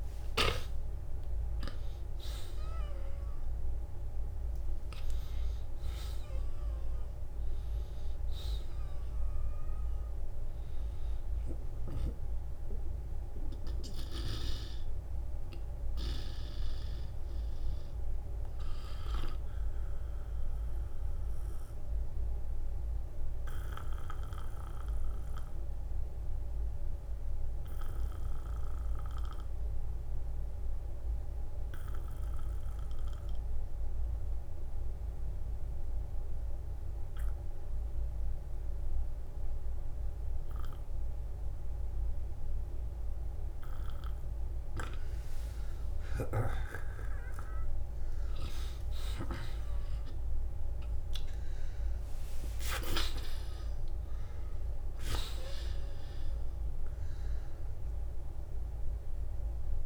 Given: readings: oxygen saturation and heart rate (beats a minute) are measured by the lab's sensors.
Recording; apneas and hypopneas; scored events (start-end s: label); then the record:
breathing in sleep by a room microphone; 1
0.00-4.00 s: arousal
0.00-39.00 s: oxygen desaturation (device-marked, oxygen 79% lowest, heart rate 40 extreme)
22.50-43.00 s: obstructive apnea (oxygen 92% before, 79% lowest, heart rate 64 before, 47 extreme, up 23 after)
24.00-26.00 s: long interval between heartbeats (device-marked, heart rate 64 before, 58 extreme)
29.00-31.00 s: long interval between heartbeats (device-marked, heart rate 63 before, 54 extreme)
35.00-37.00 s: long interval between heartbeats (device-marked, heart rate 56 before, 47 extreme)
48.50-53.50 s: arousal
55.00-59.86 s: oxygen desaturation (device-marked, oxygen 95% before, 91% lowest, heart rate 58 before, 43 extreme)
From the record:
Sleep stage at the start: N2 (light sleep); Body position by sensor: on the back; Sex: male